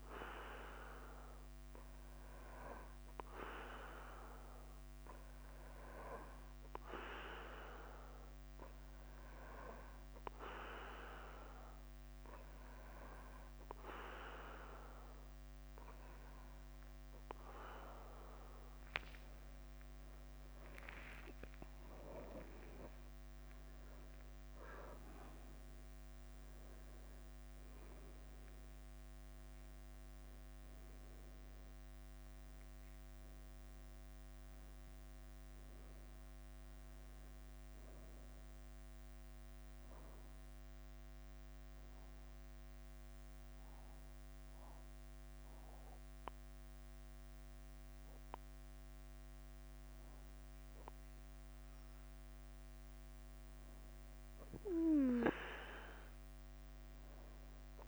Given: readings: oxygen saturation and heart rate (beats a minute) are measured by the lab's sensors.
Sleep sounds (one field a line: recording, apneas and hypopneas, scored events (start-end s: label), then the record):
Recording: breathing in sleep by a microphone on the trachea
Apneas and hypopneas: 1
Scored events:
0.00-57.88 s: bradycardia (device-marked, heart rate 44 extreme)
21.50-26.00 s: arousal
30.00-57.88 s: new sleep stage, N2 (light sleep)
40.00-50.50 s: obstructive apnea (oxygen 94% before, 93% lowest, heart rate 54 before, 49 extreme, up 7 after)
From the record:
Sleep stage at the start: N3 (deep sleep)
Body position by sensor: on the back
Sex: male